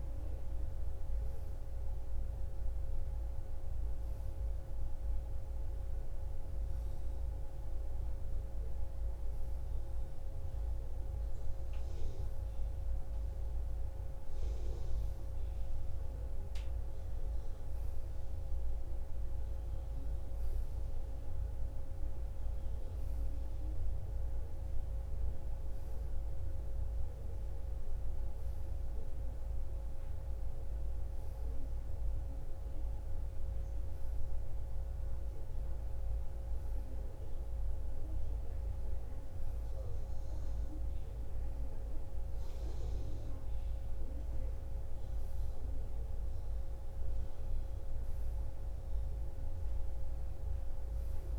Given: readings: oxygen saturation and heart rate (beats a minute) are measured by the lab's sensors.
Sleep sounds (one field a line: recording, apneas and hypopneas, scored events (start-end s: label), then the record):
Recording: breathing in sleep, hard to hear, by a room microphone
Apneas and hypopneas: none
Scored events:
3.00-51.39 s: new sleep stage, N2 (light sleep)
From the record:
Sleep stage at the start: N1 (lightest sleep)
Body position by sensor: on the right side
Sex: female